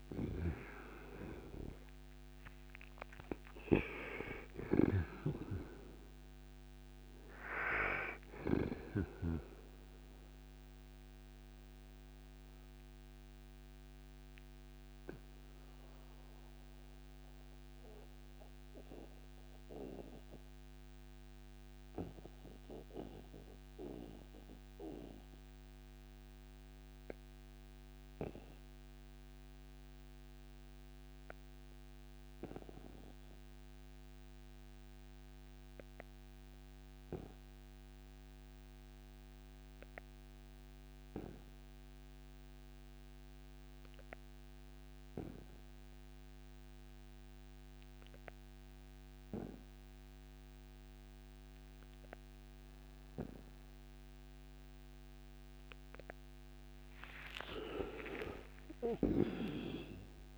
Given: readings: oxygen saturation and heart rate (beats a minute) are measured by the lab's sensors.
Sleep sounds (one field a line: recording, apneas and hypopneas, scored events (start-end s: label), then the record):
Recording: breathing in sleep by a microphone on the trachea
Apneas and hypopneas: 1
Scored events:
0.00-1.00 s: arousal
0.00-8.50 s: snoring (device-marked)
0.00-29.50 s: oxygen desaturation (device-marked, oxygen 79% lowest, heart rate 58 extreme)
11.00-55.50 s: mixed apnea (oxygen 99% before, 75% lowest, heart rate 78 before, 58 extreme, up 17 after)
42.50-60.38 s: oxygen desaturation (device-marked, oxygen 98% before, 75% lowest, heart rate 60 before, 57 extreme)
57.00-60.38 s: arousal
From the record:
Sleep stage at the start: N2 (light sleep)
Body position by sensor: on the right side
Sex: male